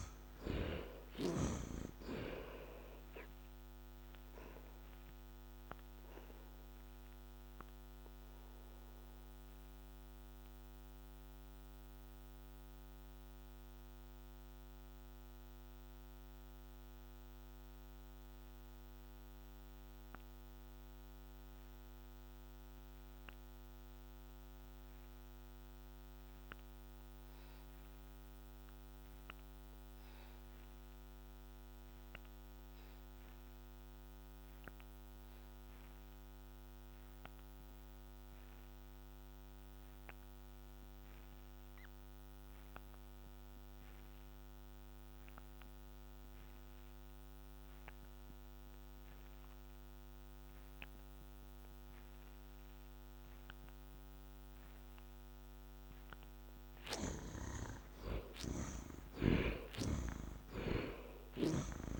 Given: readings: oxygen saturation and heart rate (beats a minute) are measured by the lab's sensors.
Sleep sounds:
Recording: breathing in sleep by a microphone on the trachea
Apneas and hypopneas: 1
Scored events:
0.00-1.50 s: arousal
0.00-35.50 s: oxygen desaturation (device-marked, oxygen 56% lowest, heart rate 61 extreme)
6.00-55.50 s: mixed apnea (oxygen 91% before, 52% lowest, heart rate 72 before, 61 extreme, up 17 after)
37.50-62.00 s: oxygen desaturation (device-marked, oxygen 90% before, 52% lowest, heart rate 64 before, 62 extreme)
57.50-61.00 s: arousal
From the record:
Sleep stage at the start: N2 (light sleep)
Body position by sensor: on the back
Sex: male

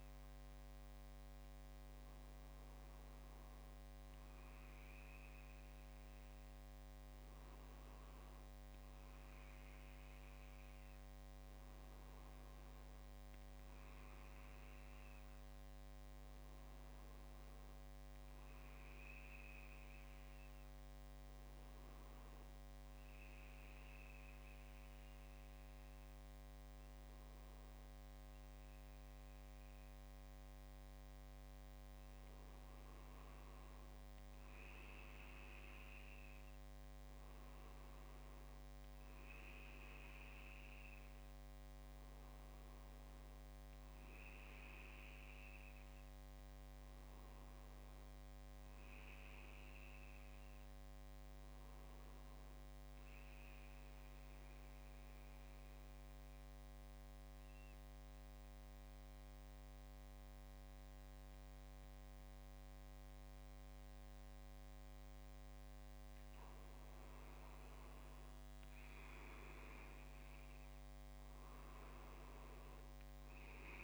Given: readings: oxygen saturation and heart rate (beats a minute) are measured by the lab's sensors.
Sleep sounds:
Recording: breathing in sleep, hard to hear, by a microphone on the trachea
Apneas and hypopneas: 2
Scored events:
21.00-33.00 s: hypopnea (oxygen 96% before, 92% lowest)
36.50-40.50 s: arousal
54.50-67.00 s: mixed apnea (oxygen 96% before, 92% lowest)
69.00-73.00 s: arousal
69.50-73.84 s: oxygen desaturation (device-marked, oxygen 96% before, 92% lowest)
From the record:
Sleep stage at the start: N2 (light sleep)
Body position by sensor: on the back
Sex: male

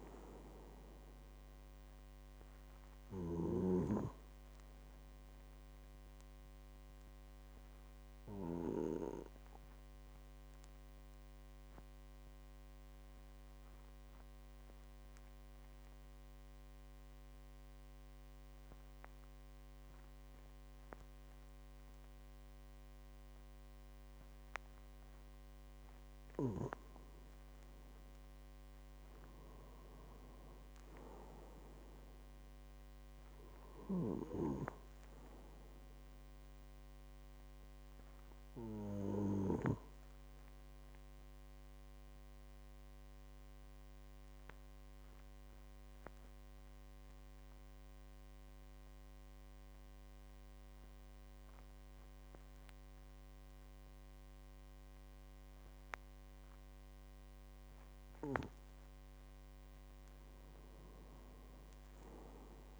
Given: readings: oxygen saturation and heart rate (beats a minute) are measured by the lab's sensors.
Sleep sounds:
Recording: breathing in sleep by a microphone on the trachea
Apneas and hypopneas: 2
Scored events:
0.00-17.00 s: oxygen desaturation (device-marked, oxygen 92% lowest, heart rate 47 extreme)
6.50-25.50 s: obstructive apnea (oxygen 99% before, 92% lowest, heart rate 53 before, 46 extreme, up 10 after)
27.50-31.00 s: arousal
28.00-51.00 s: oxygen desaturation (device-marked, oxygen 99% before, 92% lowest, heart rate 49 before, 46 extreme)
41.50-57.00 s: obstructive apnea (oxygen 99% before, 89% lowest, heart rate 53 before, 46 extreme, up 10 after)
59.00-62.00 s: arousal
From the record:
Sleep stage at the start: N2 (light sleep)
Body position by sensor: on the back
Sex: male

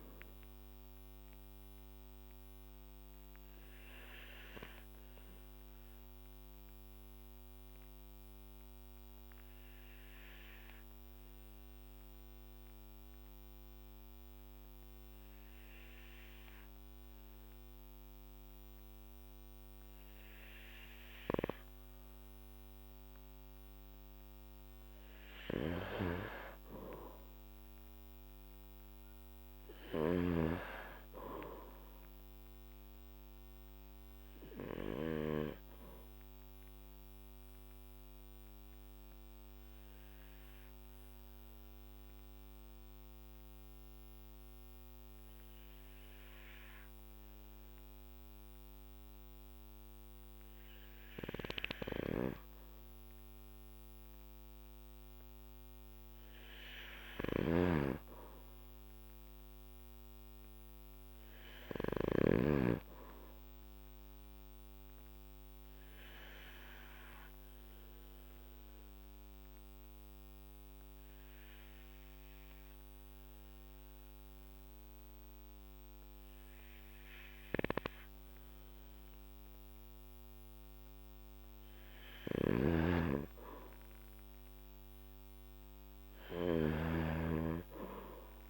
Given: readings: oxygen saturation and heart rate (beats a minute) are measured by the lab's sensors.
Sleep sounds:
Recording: breathing in sleep by a microphone on the trachea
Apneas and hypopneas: 3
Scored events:
3.00-24.00 s: obstructive apnea (oxygen 99% before, 93% lowest, heart rate 57 before, 53 extreme, up 6 after)
7.50-26.50 s: oxygen desaturation (device-marked, oxygen 98% before, 94% lowest, heart rate 58 before, 53 extreme)
26.00-31.00 s: arousal
37.00-55.50 s: obstructive apnea (oxygen 97% before, 91% lowest, heart rate 59 before, 52 extreme, up 5 after)
49.50-58.50 s: oxygen desaturation (device-marked, oxygen 97% before, 93% lowest, heart rate 57 before, 52 extreme)
52.00-62.00 s: snoring (device-marked)
58.50-62.50 s: arousal
65.50-80.50 s: obstructive apnea (oxygen 97% before, 91% lowest, heart rate 56 before, 53 extreme, up 8 after)
77.50-88.49 s: oxygen desaturation (device-marked, oxygen 97% before, 94% lowest, heart rate 54 before, 54 extreme)
82.00-86.50 s: snoring (device-marked)
83.00-87.50 s: arousal
From the record:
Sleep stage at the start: N2 (light sleep)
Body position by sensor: on the back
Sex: male

